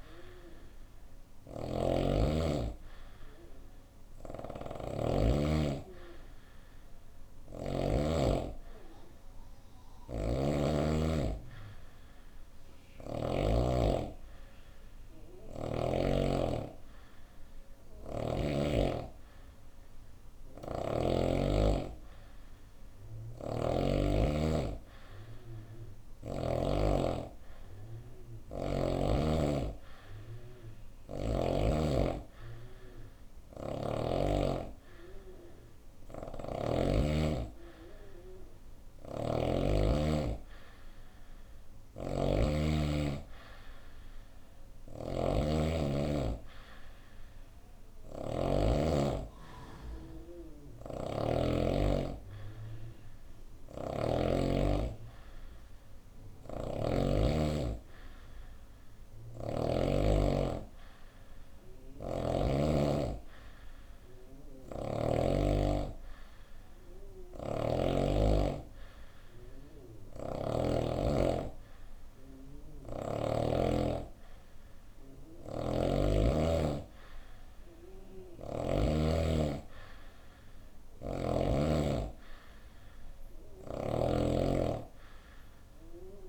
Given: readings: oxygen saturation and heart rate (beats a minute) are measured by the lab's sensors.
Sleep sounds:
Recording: breathing in sleep by a room microphone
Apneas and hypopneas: none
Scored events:
0.50-10.00 s: snoring (device-marked)
14.50-18.00 s: snoring (device-marked)
22.50-26.00 s: snoring (device-marked)
35.50-39.00 s: snoring (device-marked)
41.00-48.00 s: snoring (device-marked)
50.00-53.50 s: snoring (device-marked)
55.50-59.00 s: snoring (device-marked)
61.00-64.50 s: snoring (device-marked)
66.50-70.00 s: snoring (device-marked)
74.50-78.00 s: snoring (device-marked)
80.00-83.50 s: snoring (device-marked)
From the record:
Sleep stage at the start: N2 (light sleep)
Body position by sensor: on the right side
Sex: female

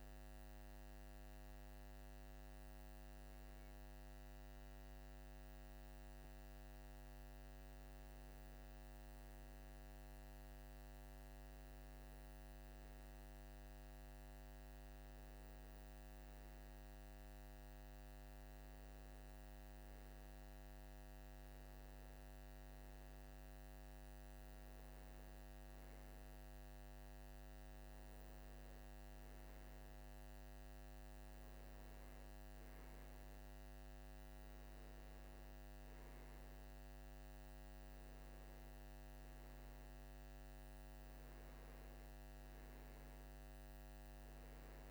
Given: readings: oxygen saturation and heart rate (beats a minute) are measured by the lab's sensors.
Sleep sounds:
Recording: breathing in sleep, hard to hear, by a microphone on the trachea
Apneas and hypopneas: none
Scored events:
none scored
From the record:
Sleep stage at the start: N2 (light sleep)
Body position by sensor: on the right side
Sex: male

